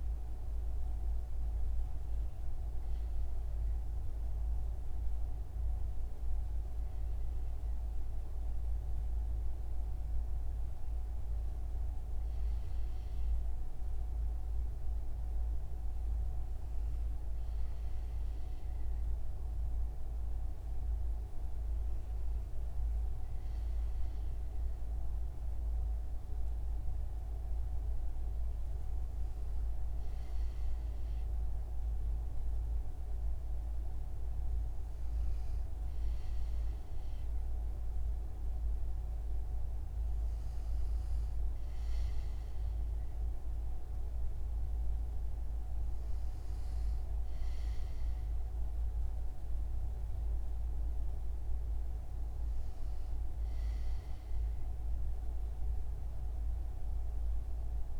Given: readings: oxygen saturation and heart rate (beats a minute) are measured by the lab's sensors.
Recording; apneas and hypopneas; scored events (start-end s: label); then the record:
breathing in sleep, hard to hear, by a room microphone; none
46.00-58.00 s: new sleep stage, N2 (light sleep)
From the record:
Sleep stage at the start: REM sleep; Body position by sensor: on the front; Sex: male